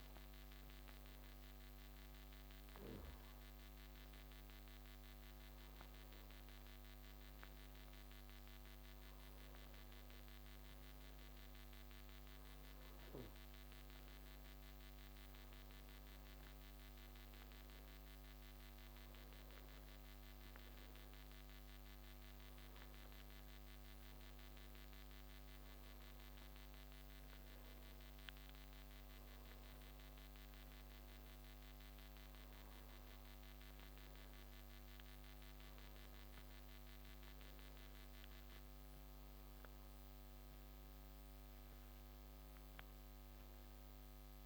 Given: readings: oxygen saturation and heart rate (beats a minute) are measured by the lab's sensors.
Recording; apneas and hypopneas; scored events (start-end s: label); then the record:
breathing in sleep, hard to hear, by a microphone on the trachea; none
none scored
From the record:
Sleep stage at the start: N2 (light sleep); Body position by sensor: on the back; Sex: male